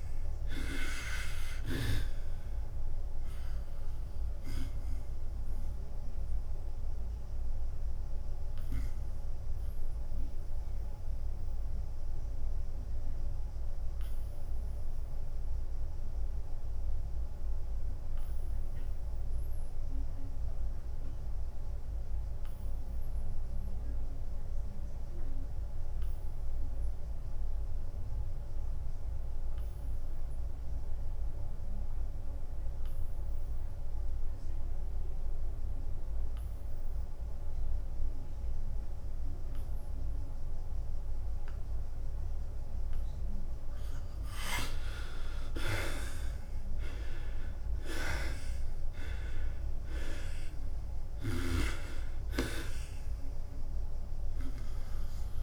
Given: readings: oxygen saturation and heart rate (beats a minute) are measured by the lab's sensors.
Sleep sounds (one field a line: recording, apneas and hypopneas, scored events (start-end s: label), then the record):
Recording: breathing in sleep by a room microphone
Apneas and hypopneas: 1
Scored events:
0.00-10.00 s: drop in pulse transit time (device-marked, heart rate 91 extreme)
6.00-43.00 s: obstructive apnea (oxygen 98% before, 74% lowest, heart rate 91 before, 85 extreme, up 7 after)
17.00-25.00 s: oxygen desaturation (device-marked, oxygen 93% before, 74% lowest, heart rate 93 before, 85 extreme)
42.00-55.42 s: drop in pulse transit time (device-marked, heart rate 87 before, 89 extreme)
47.00-51.00 s: arousal
From the record:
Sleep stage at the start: N2 (light sleep)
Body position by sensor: on the back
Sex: male